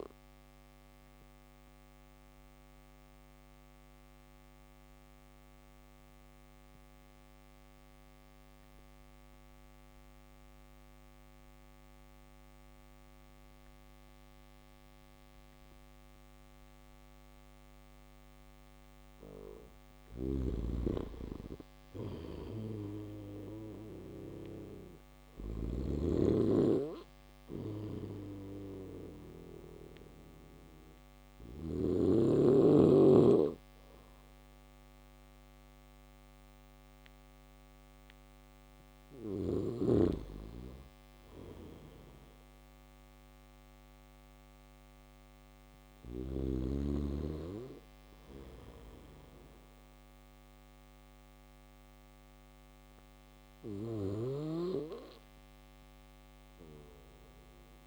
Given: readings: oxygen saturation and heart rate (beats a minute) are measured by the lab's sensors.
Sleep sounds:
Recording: breathing in sleep by a microphone on the trachea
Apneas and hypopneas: none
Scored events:
21.00-28.50 s: snoring (device-marked)
47.00-53.00 s: snoring (device-marked)
From the record:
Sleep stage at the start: N3 (deep sleep)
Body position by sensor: on the back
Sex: male

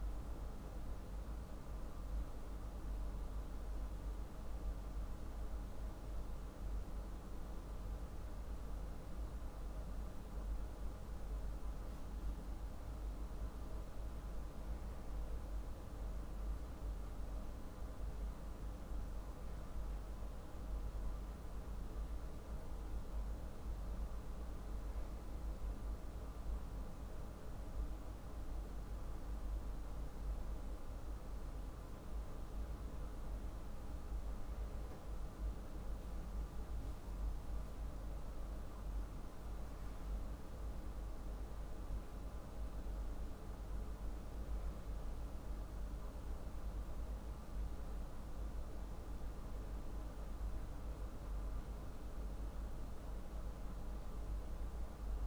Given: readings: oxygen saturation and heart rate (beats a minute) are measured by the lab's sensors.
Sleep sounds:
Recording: breathing in sleep, hard to hear, by a room microphone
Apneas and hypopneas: none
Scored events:
none scored
From the record:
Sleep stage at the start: N2 (light sleep)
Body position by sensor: on the back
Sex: male

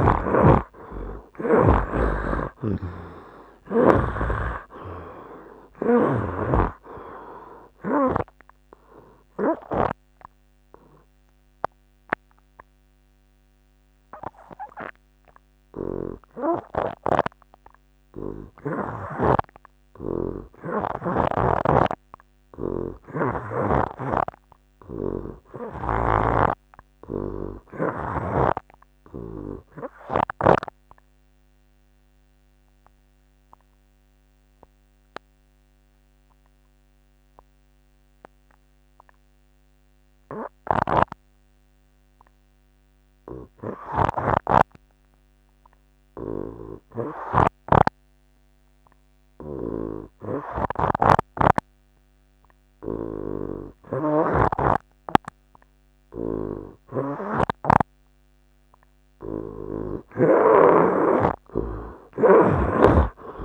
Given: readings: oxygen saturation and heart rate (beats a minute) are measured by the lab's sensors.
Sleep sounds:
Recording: breathing in sleep by a microphone on the trachea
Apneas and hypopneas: 2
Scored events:
0.00-2.00 s: snoring (device-marked)
0.00-3.00 s: arousal
0.00-26.00 s: oxygen desaturation (device-marked, oxygen 58% lowest, heart rate 72 extreme)
8.00-19.00 s: obstructive apnea (oxygen 89% before, 52% lowest, heart rate 85 before, 72 extreme, up 0 after)
21.50-26.50 s: snoring (device-marked)
22.50-26.50 s: arousal
28.00-63.45 s: oxygen desaturation (device-marked, oxygen 85% before, 52% lowest, heart rate 81 before, 72 extreme)
30.00-58.50 s: obstructive apnea (oxygen 85% before, 52% lowest, heart rate 80 before, 72 extreme, up 8 after)
44.00-60.50 s: snoring (device-marked)
From the record:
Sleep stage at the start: N2 (light sleep)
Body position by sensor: on the right side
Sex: male

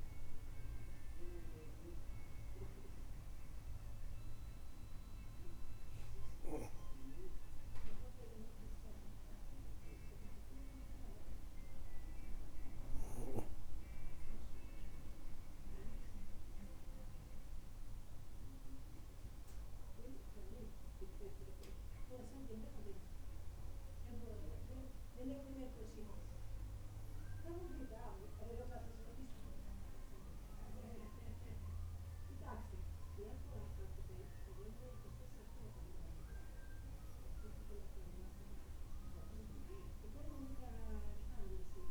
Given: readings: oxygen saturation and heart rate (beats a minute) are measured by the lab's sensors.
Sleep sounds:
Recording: breathing in sleep by a room microphone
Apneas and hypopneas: none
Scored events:
none scored
From the record:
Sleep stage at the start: N2 (light sleep)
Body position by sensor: on the back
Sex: male

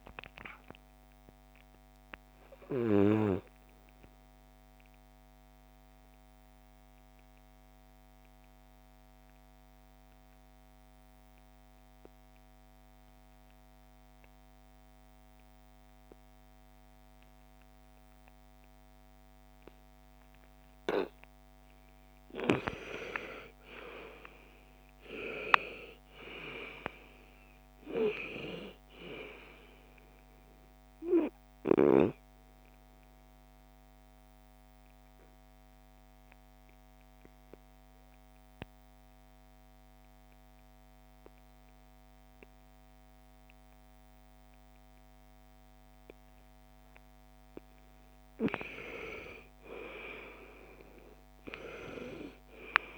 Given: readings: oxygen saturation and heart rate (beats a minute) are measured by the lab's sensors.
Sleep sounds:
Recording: breathing in sleep by a microphone on the trachea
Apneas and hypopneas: 2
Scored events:
0.00-8.50 s: oxygen desaturation (device-marked, oxygen 89% lowest, heart rate 56 extreme)
5.50-22.50 s: obstructive apnea (oxygen 98% before, 88% lowest, heart rate 59 before, 47 extreme, up 13 after)
22.50-40.50 s: oxygen desaturation (device-marked, oxygen 98% before, 88% lowest, heart rate 61 before, 47 extreme)
24.50-29.00 s: arousal
34.00-47.50 s: obstructive apnea (oxygen 98% before, 88% lowest, heart rate 64 before, 37 extreme, up 11 after)
49.50-52.98 s: arousal
From the record:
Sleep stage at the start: N2 (light sleep)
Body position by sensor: on the right side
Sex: female

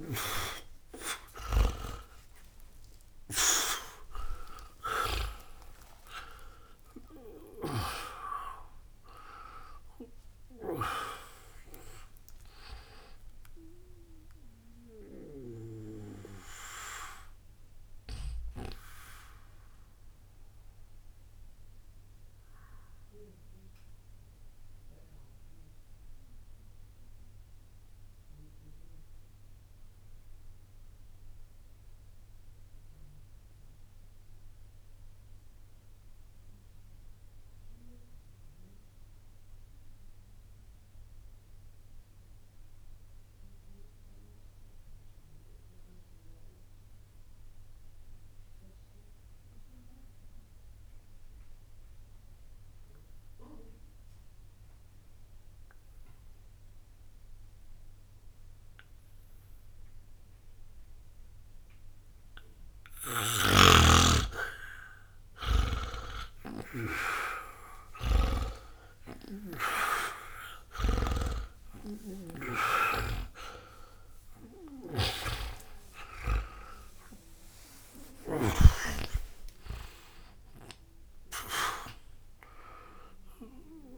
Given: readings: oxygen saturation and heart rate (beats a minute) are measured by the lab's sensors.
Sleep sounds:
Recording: breathing in sleep by a room microphone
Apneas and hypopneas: 1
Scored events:
0.00-35.50 s: oxygen desaturation (device-marked, oxygen 76% lowest, heart rate 59 extreme)
15.50-63.50 s: mixed apnea (oxygen 95% before, 76% lowest, heart rate 78 before, 59 extreme)
55.50-83.98 s: oxygen desaturation (device-marked, oxygen 99% before, 76% lowest, heart rate 61 before, 59 extreme)
63.00-69.50 s: snoring (device-marked)
67.00-72.50 s: arousal
71.50-83.98 s: snoring (device-marked)
From the record:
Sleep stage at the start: N2 (light sleep)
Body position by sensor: on the back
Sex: male

